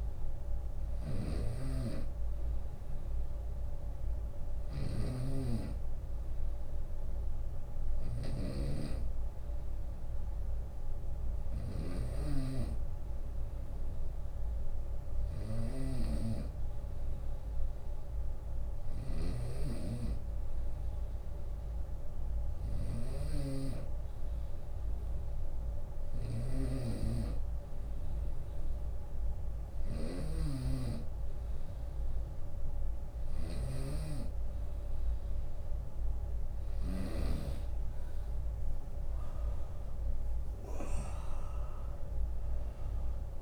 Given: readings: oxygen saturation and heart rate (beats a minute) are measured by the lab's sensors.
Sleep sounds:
breathing in sleep by a room microphone; none
0.00-36.50 s: snoring (device-marked)
21.00-23.00 s: long interval between heartbeats (device-marked, heart rate 74 before, 82 extreme)
29.00-31.00 s: long interval between heartbeats (device-marked, heart rate 74 before, 75 extreme)
35.50-43.42 s: drop in pulse transit time (device-marked, heart rate 76 before, 72 extreme)
42.00-43.42 s: arousal
From the record:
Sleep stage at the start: N2 (light sleep); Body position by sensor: on the right side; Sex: male

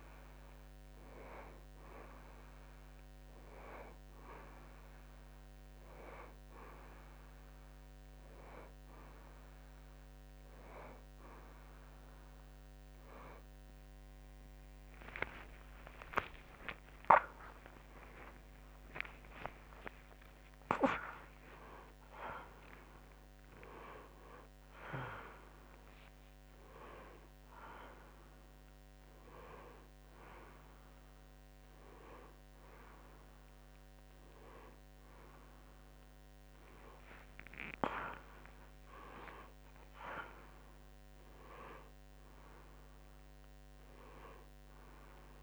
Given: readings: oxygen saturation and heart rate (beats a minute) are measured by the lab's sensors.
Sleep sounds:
a person awake in a sleep study, by a microphone on the trachea; none
13.50-43.50 s: oxygen desaturation (device-marked, oxygen 95% before, 89% lowest, heart rate 58 before, 59 extreme)
13.50-45.43 s: new sleep stage, awake
From the record:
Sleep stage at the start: N2 (light sleep); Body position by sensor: on the right side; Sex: male

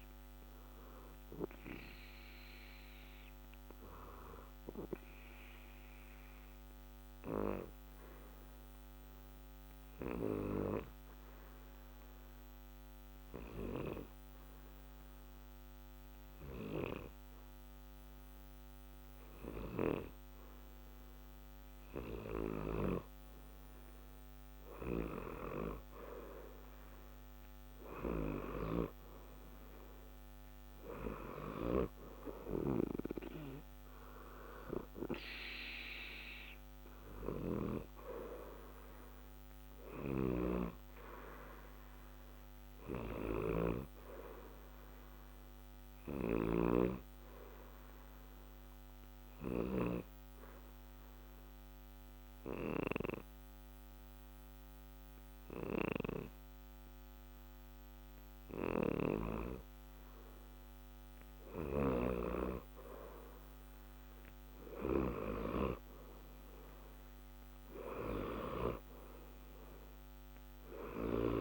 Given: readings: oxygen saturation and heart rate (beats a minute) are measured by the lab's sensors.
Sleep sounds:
breathing in sleep by a microphone on the trachea; 2
0.00-17.50 s: oxygen desaturation (device-marked, oxygen 87% lowest, heart rate 60 extreme)
0.50-21.50 s: obstructive apnea (oxygen 93% before, 87% lowest, heart rate 60 before, 60 extreme, up 0 after)
26.50-30.50 s: arousal
36.50-52.50 s: oxygen desaturation (device-marked, oxygen 92% before, 88% lowest, heart rate 60 before, 60 extreme)
45.50-61.50 s: obstructive apnea (oxygen 92% before, 88% lowest, heart rate 60 before, 60 extreme, up 2 after)
63.00-68.00 s: arousal
From the record:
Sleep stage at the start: N2 (light sleep); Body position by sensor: on the back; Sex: male

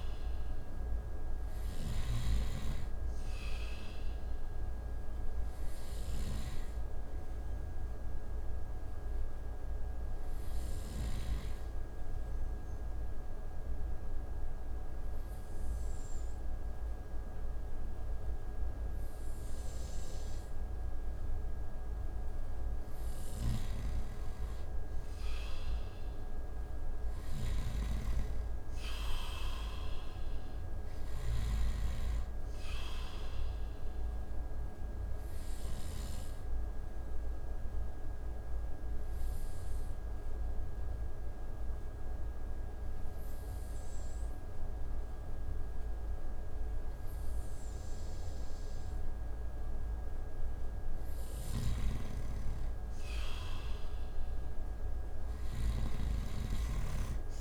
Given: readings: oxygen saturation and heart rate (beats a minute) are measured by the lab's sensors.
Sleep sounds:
breathing in sleep, hard to hear, by a room microphone; 2
0.00-10.50 s: snoring (device-marked)
0.00-18.00 s: oxygen desaturation (device-marked, oxygen 95% before, 91% lowest)
7.00-20.00 s: obstructive apnea (oxygen 95% before, 90% lowest)
22.50-25.50 s: arousal
22.50-35.50 s: snoring (device-marked)
32.00-50.00 s: oxygen desaturation (device-marked, oxygen 95% before, 90% lowest)
33.00-50.00 s: obstructive apnea (oxygen 95% before, 90% lowest)
50.50-55.50 s: snoring (device-marked)
52.50-55.50 s: arousal
From the record:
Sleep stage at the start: N2 (light sleep); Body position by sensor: on the right side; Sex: male

